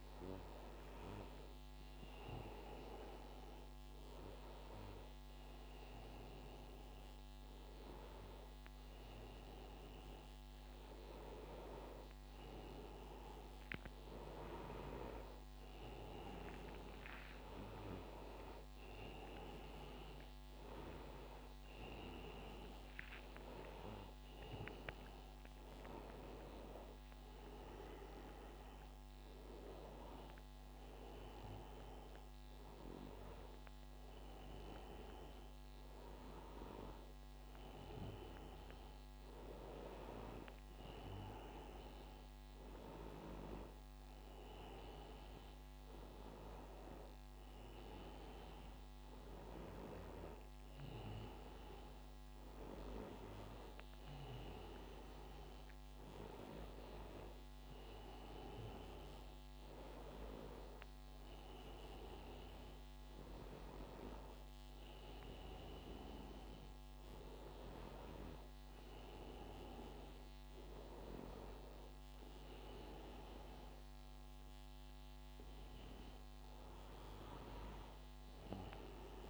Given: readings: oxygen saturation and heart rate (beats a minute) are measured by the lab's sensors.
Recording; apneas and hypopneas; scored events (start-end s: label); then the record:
breathing in sleep by a microphone on the trachea; none
none scored
From the record:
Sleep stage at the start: N1 (lightest sleep); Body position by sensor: on the back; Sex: male